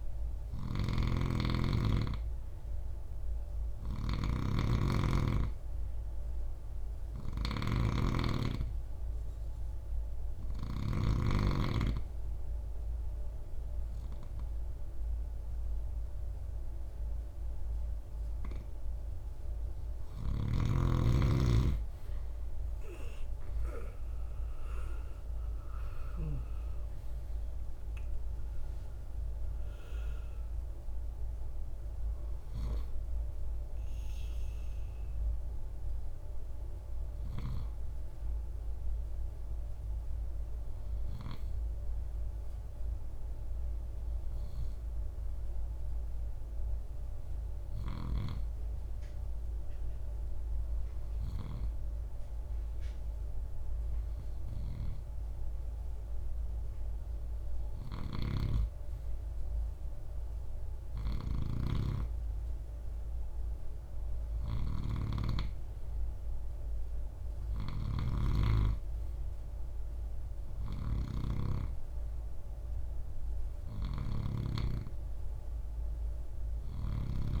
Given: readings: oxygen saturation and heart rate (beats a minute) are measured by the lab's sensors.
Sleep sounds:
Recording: breathing in sleep by a room microphone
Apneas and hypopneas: 1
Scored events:
0.00-10.50 s: snoring (device-marked)
28.00-47.00 s: oxygen desaturation (device-marked, oxygen 94% before, 91% lowest, heart rate 83 before, 59 extreme)
43.00-58.00 s: hypopnea (oxygen 95% before, 95% lowest, heart rate 88 before, 63 extreme, up 28 after)
47.00-77.40 s: new sleep stage, N2 (light sleep)
57.00-77.40 s: snoring (device-marked)
59.50-62.50 s: arousal
From the record:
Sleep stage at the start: N3 (deep sleep)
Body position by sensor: on the right side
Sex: male

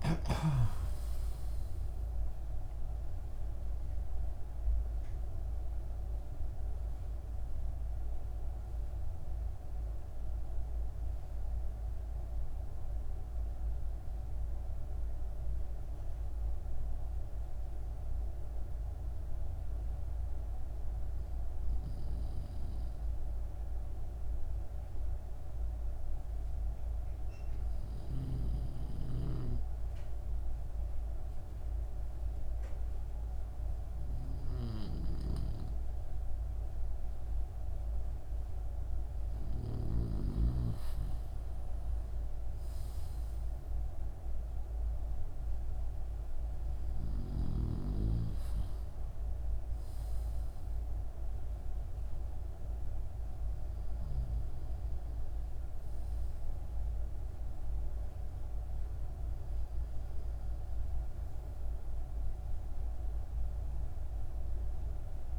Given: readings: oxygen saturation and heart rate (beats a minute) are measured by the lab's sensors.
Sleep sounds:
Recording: breathing in sleep by a room microphone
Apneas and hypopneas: 1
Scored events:
4.00-39.00 s: mixed apnea (oxygen 96% before, 94% lowest)
40.50-45.00 s: arousal
44.00-65.39 s: oxygen desaturation (device-marked, oxygen 98% before, 94% lowest)
From the record:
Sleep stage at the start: N2 (light sleep)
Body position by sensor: on the left side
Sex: male

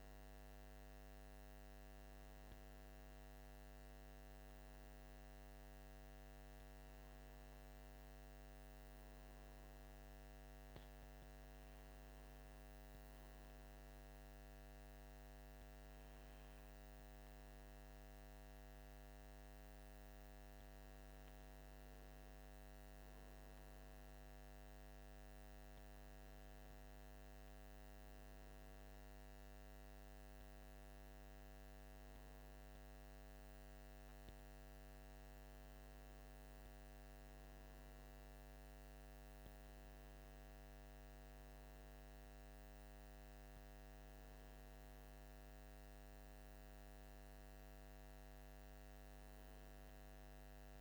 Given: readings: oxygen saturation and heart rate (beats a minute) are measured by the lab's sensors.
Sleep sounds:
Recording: breathing in sleep, hard to hear, by a microphone on the trachea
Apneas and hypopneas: none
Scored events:
none scored
From the record:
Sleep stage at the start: N1 (lightest sleep)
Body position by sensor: on the right side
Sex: male

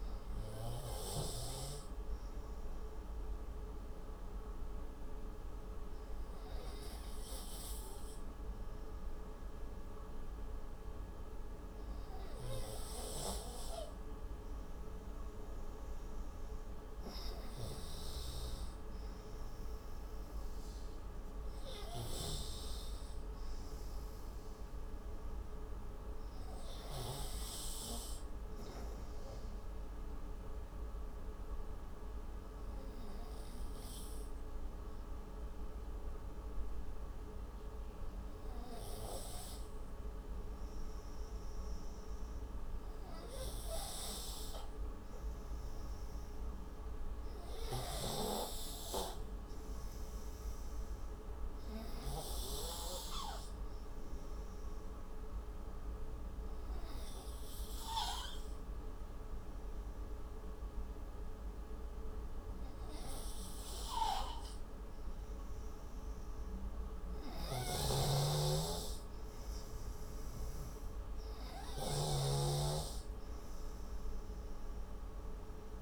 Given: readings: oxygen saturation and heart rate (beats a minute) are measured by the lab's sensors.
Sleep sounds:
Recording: breathing in sleep by a room microphone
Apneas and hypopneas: 2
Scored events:
0.00-2.00 s: oxygen desaturation (device-marked, oxygen 92% lowest)
4.00-14.00 s: oxygen desaturation (device-marked, oxygen 98% before, 94% lowest)
17.50-22.00 s: arousal
24.00-41.00 s: oxygen desaturation (device-marked, oxygen 100% before, 93% lowest)
29.00-39.50 s: hypopnea (oxygen 100% before, 93% lowest)
46.50-49.50 s: arousal
51.00-69.00 s: oxygen desaturation (device-marked, oxygen 97% before, 93% lowest)
56.00-66.00 s: hypopnea (oxygen 97% before, 92% lowest)
67.50-72.50 s: snoring (device-marked)
68.50-72.50 s: arousal
From the record:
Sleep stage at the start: N2 (light sleep)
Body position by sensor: on the right side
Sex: male

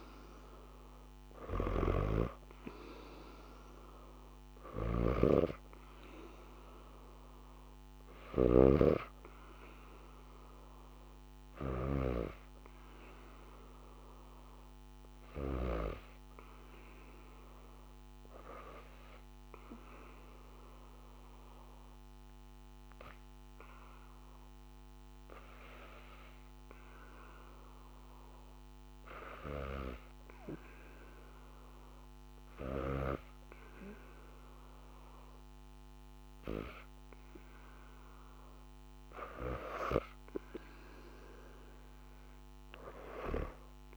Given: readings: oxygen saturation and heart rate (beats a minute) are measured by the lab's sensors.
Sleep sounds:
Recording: breathing in sleep by a microphone on the trachea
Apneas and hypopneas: 1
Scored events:
0.00-5.00 s: oxygen desaturation (device-marked, oxygen 89% lowest, heart rate 74 extreme)
1.00-11.50 s: snoring (device-marked)
12.50-16.00 s: arousal
20.00-38.00 s: hypopnea (oxygen 99% before, 86% lowest, heart rate 79 before, 74 extreme, up 5 after)
39.00-43.96 s: oxygen desaturation (device-marked, oxygen 97% before, 94% lowest, heart rate 75 before, 73 extreme)
40.50-43.96 s: arousal
From the record:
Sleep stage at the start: N2 (light sleep)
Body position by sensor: on the back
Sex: female

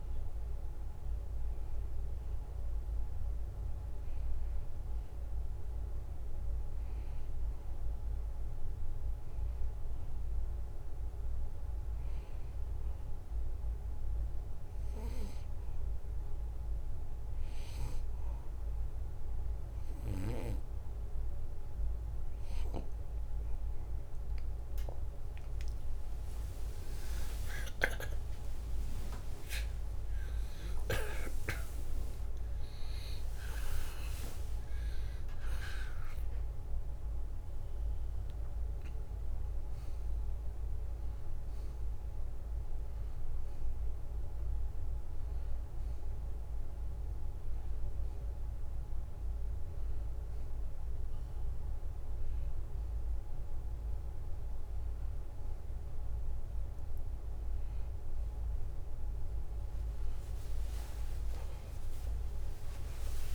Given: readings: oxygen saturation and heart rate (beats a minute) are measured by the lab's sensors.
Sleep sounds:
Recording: breathing in sleep by a room microphone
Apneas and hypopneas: none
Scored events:
25.50-28.50 s: arousal
30.50-43.50 s: drop in pulse transit time (device-marked, heart rate 74 before, 78 extreme)
57.00-60.50 s: arousal
61.00-63.00 s: long interval between heartbeats (device-marked, heart rate 79 before, 85 extreme)
From the record:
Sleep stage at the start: N2 (light sleep)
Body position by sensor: on the back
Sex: male

